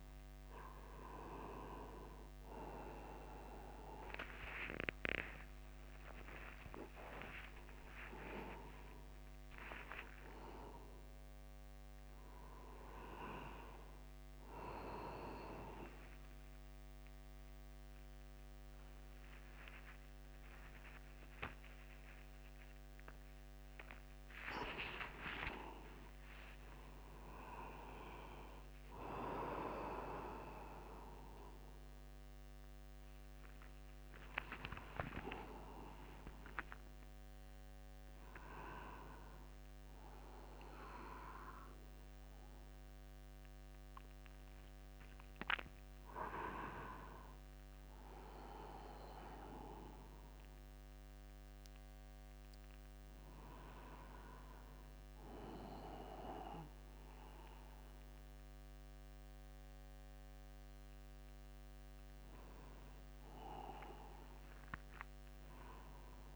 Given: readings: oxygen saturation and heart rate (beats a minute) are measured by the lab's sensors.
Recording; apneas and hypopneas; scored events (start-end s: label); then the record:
a person awake in a sleep study, by a microphone on the trachea; none
5.00-7.00 s: long interval between heartbeats (device-marked, heart rate 39 before, 57 extreme)
7.50-9.50 s: long interval between heartbeats (device-marked, heart rate 42 before, 110 extreme)
10.00-12.00 s: long interval between heartbeats (device-marked, heart rate 49 before, 131 extreme)
16.00-18.00 s: long interval between heartbeats (device-marked, heart rate 70 before, 39 extreme)
20.50-22.50 s: long interval between heartbeats (device-marked, heart rate 75 before, 67 extreme)
23.00-25.00 s: long interval between heartbeats (device-marked, heart rate 78 before, 60 extreme)
25.00-27.00 s: long interval between heartbeats (device-marked, heart rate 80 before, 65 extreme)
35.50-37.50 s: long interval between heartbeats (device-marked, heart rate 58 before, 37 extreme)
38.50-40.50 s: long interval between heartbeats (device-marked, heart rate 59 before, 56 extreme)
65.00-66.36 s: long interval between heartbeats (device-marked)
From the record:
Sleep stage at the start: awake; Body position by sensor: upright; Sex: male